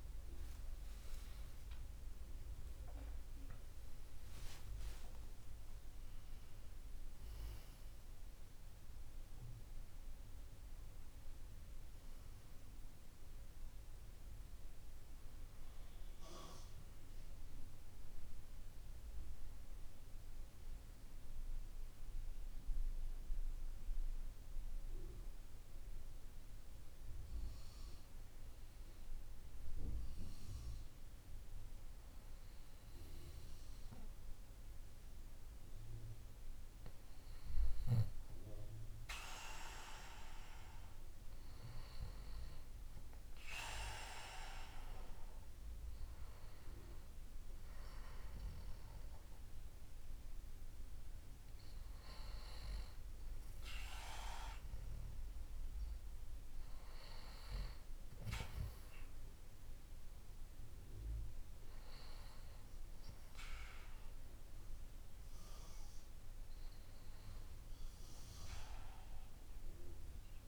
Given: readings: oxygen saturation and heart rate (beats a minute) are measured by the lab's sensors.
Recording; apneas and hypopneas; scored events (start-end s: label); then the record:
a person awake in a sleep study, by a room microphone; none
36.50-70.48 s: new sleep stage, N2 (light sleep)
From the record:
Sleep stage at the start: awake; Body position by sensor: on the back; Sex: male